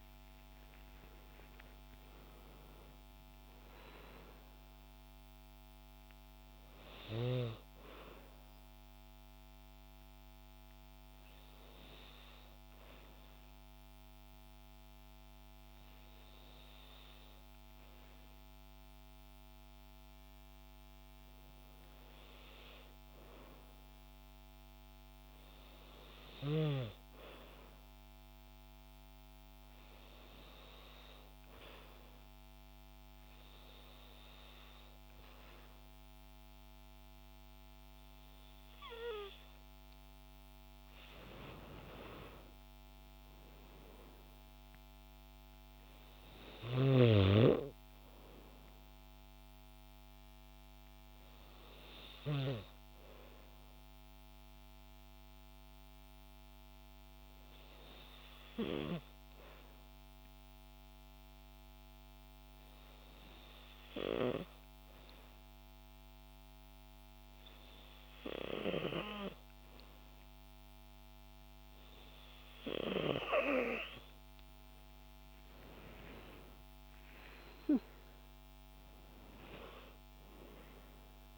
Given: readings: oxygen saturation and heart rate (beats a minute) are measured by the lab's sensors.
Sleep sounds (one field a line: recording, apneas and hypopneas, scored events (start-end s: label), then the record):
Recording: breathing in sleep by a microphone on the trachea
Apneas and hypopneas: 2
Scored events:
0.00-2.00 s: arousal
0.00-24.50 s: oxygen desaturation (device-marked, oxygen 92% lowest, heart rate 53 extreme)
25.50-39.00 s: hypopnea (oxygen 95% before, 92% lowest, heart rate 61 before, 53 extreme, up 23 after)
42.00-45.50 s: arousal
55.50-72.00 s: hypopnea (oxygen 97% before, 92% lowest, heart rate 68 before, 53 extreme, up 24 after)
75.00-78.50 s: arousal
From the record:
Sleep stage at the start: N2 (light sleep)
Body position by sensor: on the back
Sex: female